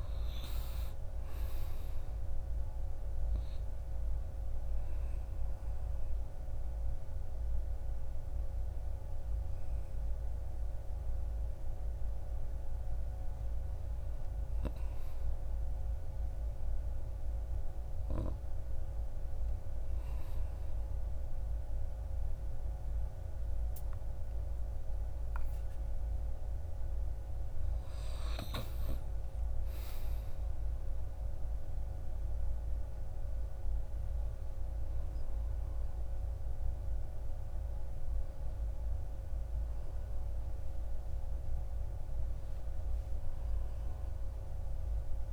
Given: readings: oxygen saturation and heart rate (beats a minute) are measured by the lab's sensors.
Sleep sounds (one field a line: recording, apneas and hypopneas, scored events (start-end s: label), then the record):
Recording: breathing in sleep, hard to hear, by a room microphone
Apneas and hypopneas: none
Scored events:
none scored
From the record:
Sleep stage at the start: N1 (lightest sleep)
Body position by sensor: on the back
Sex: male